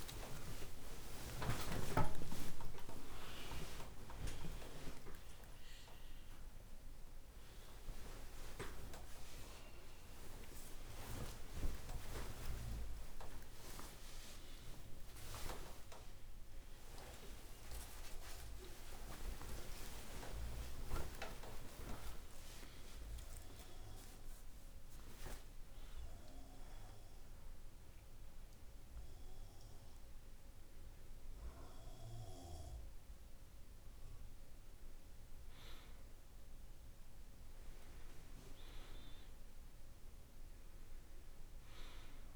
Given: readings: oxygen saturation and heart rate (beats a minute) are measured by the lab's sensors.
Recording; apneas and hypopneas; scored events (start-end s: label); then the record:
a person awake in a sleep study, by a room microphone; none
0.00-3.00 s: oxygen desaturation (device-marked, oxygen 93% lowest, heart rate 38 extreme)
From the record:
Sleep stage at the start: awake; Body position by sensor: on the right side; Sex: male